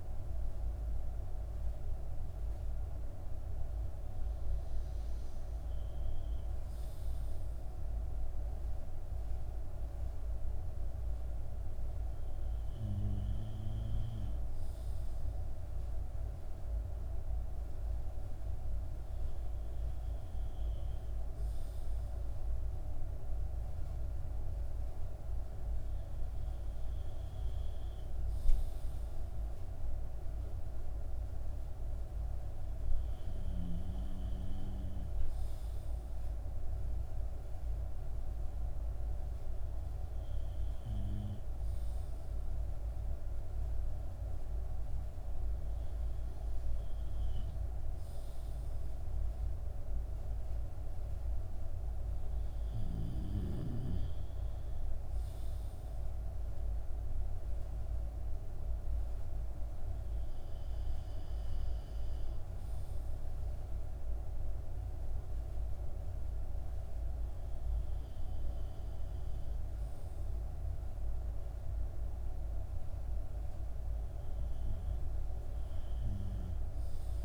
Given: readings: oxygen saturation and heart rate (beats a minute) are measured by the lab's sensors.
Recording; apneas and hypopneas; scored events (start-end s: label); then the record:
breathing in sleep, hard to hear, by a room microphone; none
none scored
From the record:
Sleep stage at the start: N2 (light sleep); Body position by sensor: on the back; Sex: male